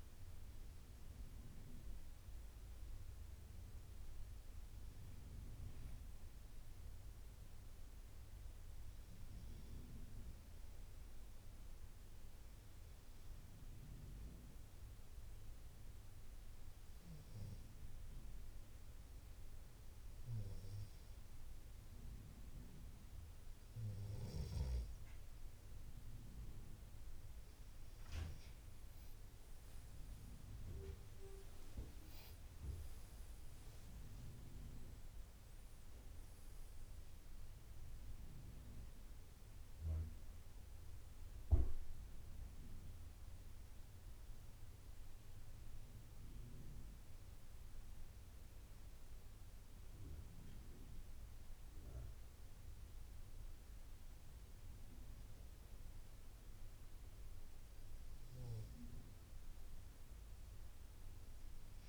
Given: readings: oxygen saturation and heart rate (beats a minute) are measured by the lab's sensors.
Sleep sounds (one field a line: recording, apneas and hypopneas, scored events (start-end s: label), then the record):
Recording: breathing in sleep by a room microphone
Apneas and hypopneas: 2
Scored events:
0.00-1.00 s: oxygen desaturation (device-marked, oxygen 92% lowest, heart rate 69 extreme)
15.50-28.00 s: obstructive apnea (oxygen 94% before, 92% lowest, heart rate 72 before, 68 extreme, up 18 after)
30.00-33.50 s: arousal
41.00-55.00 s: obstructive apnea (oxygen 94% before, 92% lowest, heart rate 77 before, 68 extreme, up 3 after)
57.50-61.00 s: arousal
From the record:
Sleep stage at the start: N2 (light sleep)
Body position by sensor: on the left side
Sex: male